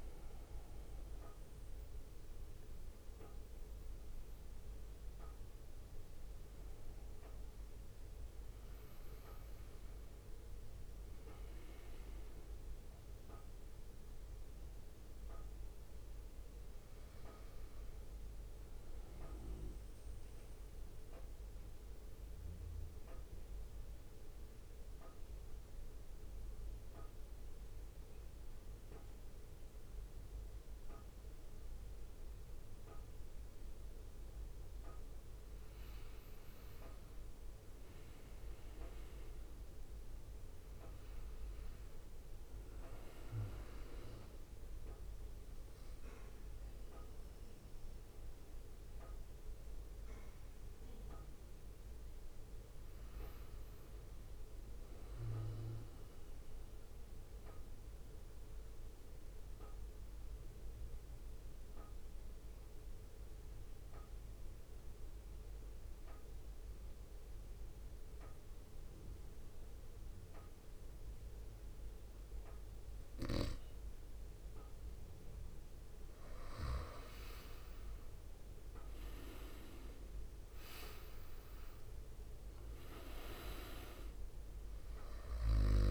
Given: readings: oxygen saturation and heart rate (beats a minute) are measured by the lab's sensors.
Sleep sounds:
breathing in sleep by a room microphone; 2
2.50-85.91 s: new sleep stage, N2 (light sleep)
10.50-14.50 s: arousal
14.50-29.50 s: drop in pulse transit time (device-marked, heart rate 55 before, 53 extreme)
20.00-34.00 s: central apnea (oxygen 99% before, 91% lowest, heart rate 55 before, 55 extreme, up 6 after)
36.00-40.00 s: arousal
41.50-57.50 s: oxygen desaturation (device-marked, oxygen 98% before, 95% lowest, heart rate 58 before, 57 extreme)
55.50-64.50 s: drop in pulse transit time (device-marked, heart rate 59 before, 57 extreme)
57.50-74.50 s: central apnea (oxygen 98% before, 91% lowest, heart rate 59 before, 57 extreme, up 4 after)
78.50-83.00 s: arousal
80.50-85.91 s: drop in pulse transit time (device-marked, heart rate 61 before, 58 extreme)
81.50-85.91 s: oxygen desaturation (device-marked, oxygen 97% before, 91% lowest, heart rate 62 before, 57 extreme)
From the record:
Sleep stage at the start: N1 (lightest sleep); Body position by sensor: on the right side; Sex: male

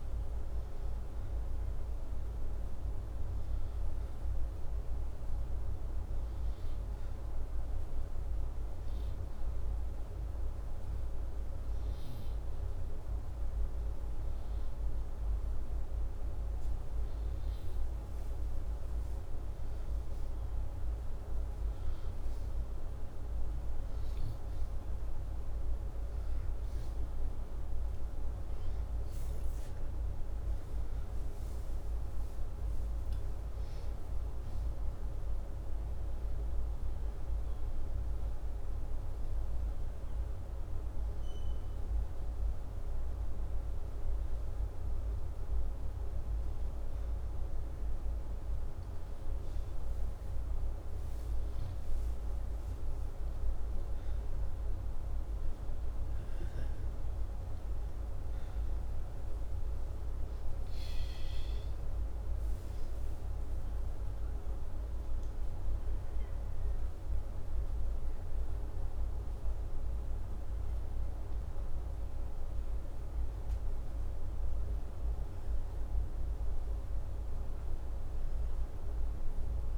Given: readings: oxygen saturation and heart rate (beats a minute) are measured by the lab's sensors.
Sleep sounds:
breathing in sleep, hard to hear, by a room microphone; 2
2.00-13.00 s: hypopnea (oxygen 96% before, 94% lowest, heart rate 85 before, 82 extreme, up 3 after)
15.50-18.50 s: arousal
32.50-37.00 s: arousal
45.50-58.00 s: hypopnea (oxygen 96% before, 95% lowest, heart rate 89 before, 82 extreme, up 4 after)
58.50-63.00 s: arousal
From the record:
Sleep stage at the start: N2 (light sleep); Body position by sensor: upright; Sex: male

